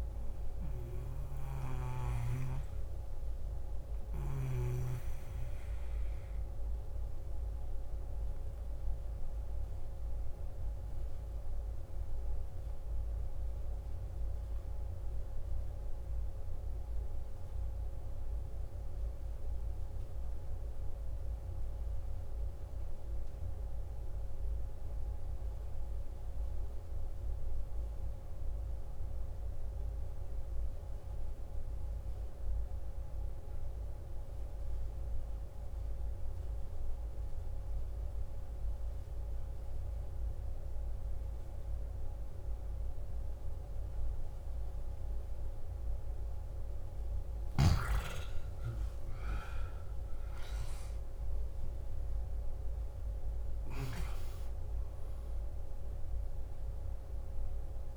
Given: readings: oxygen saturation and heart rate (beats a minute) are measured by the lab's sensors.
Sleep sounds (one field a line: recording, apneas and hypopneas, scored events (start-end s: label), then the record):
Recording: breathing in sleep, hard to hear, by a room microphone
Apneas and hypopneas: 1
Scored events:
0.00-14.50 s: oxygen desaturation (device-marked, oxygen 90% lowest, heart rate 50 extreme)
0.50-4.50 s: snoring (device-marked)
2.00-46.00 s: obstructive apnea (oxygen 98% before, 89% lowest, heart rate 59 before, 51 extreme, up 14 after)
32.50-57.97 s: oxygen desaturation (device-marked, oxygen 97% before, 89% lowest, heart rate 53 before, 51 extreme)
47.50-52.50 s: arousal
From the record:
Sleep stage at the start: N2 (light sleep)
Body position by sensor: on the left side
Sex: male